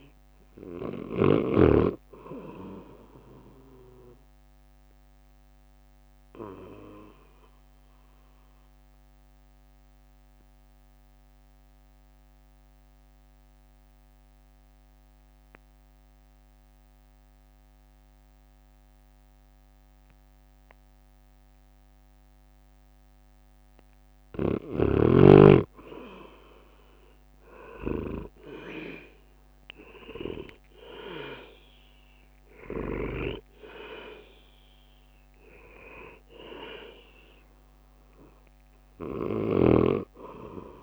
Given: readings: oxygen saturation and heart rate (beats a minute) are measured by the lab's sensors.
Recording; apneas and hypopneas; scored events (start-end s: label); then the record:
breathing in sleep by a microphone on the trachea; 1
0.00-9.50 s: drop in pulse transit time (device-marked, heart rate 53 extreme)
1.50-40.83 s: new sleep stage, REM sleep
5.00-24.00 s: mixed apnea (oxygen 100% before, 93% lowest, heart rate 59 before, 50 extreme, up 16 after)
12.50-30.50 s: oxygen desaturation (device-marked, oxygen 98% before, 93% lowest, heart rate 57 before, 51 extreme)
27.00-30.00 s: arousal
28.50-40.83 s: drop in pulse transit time (device-marked, heart rate 53 before, 58 extreme)
From the record:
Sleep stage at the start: N2 (light sleep); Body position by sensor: on the right side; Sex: male